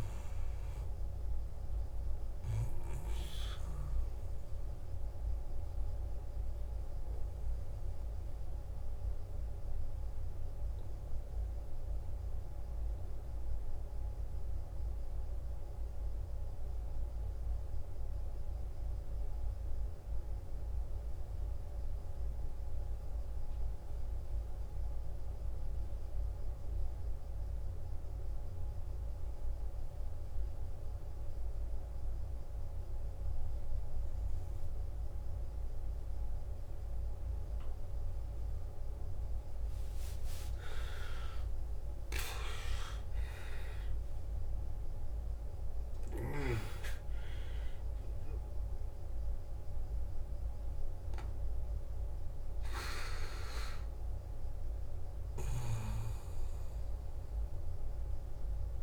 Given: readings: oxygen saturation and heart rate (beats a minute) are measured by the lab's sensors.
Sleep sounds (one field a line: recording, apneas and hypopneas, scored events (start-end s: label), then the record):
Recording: breathing in sleep by a room microphone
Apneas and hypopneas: 1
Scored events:
0.00-15.50 s: oxygen desaturation (device-marked, oxygen 89% lowest, heart rate 50 extreme)
11.50-40.00 s: mixed apnea (oxygen 95% before, 89% lowest, heart rate 59 before, 51 extreme, up 13 after)
32.50-58.83 s: oxygen desaturation (device-marked, oxygen 98% before, 89% lowest, heart rate 54 before, 52 extreme)
41.00-45.00 s: arousal
From the record:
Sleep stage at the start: N2 (light sleep)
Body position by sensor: on the back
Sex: male